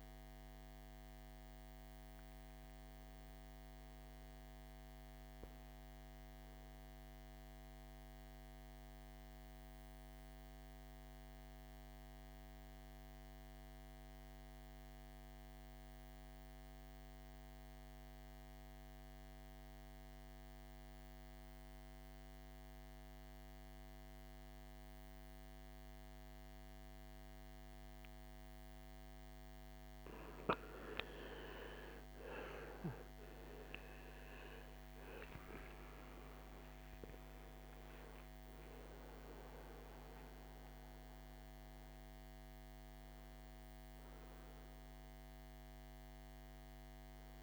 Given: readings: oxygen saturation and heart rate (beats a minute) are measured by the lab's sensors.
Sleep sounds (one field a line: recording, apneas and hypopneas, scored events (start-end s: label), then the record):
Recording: breathing in sleep by a microphone on the trachea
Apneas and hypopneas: 1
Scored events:
0.00-11.50 s: oxygen desaturation (device-marked, oxygen 90% lowest, heart rate 53 extreme)
5.50-29.00 s: mixed apnea (oxygen 99% before, 89% lowest, heart rate 67 before, 53 extreme, up 31 after)
29.50-47.42 s: oxygen desaturation (device-marked, oxygen 98% before, 89% lowest, heart rate 56 before, 52 extreme)
31.50-36.00 s: arousal
From the record:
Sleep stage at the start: N2 (light sleep)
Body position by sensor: on the back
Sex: male